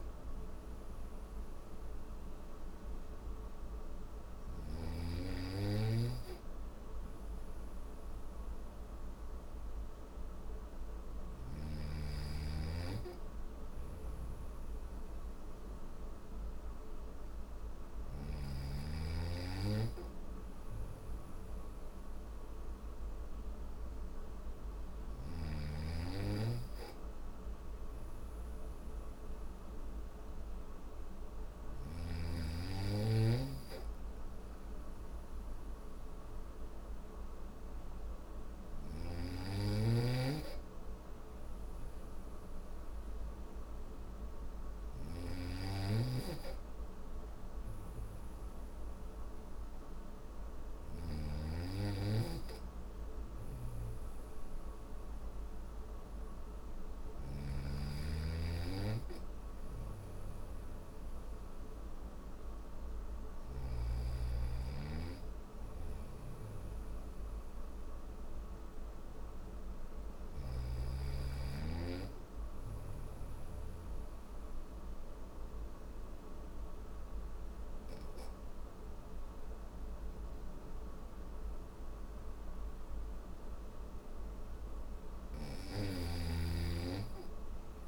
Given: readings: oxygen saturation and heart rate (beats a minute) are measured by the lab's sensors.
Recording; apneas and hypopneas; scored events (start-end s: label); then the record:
breathing in sleep by a room microphone; none
37.50-50.00 s: snoring (device-marked)
56.00-62.50 s: snoring (device-marked)
64.50-72.50 s: snoring (device-marked)
84.00-87.88 s: snoring (device-marked)
From the record:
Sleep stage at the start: N1 (lightest sleep); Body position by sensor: on the back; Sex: male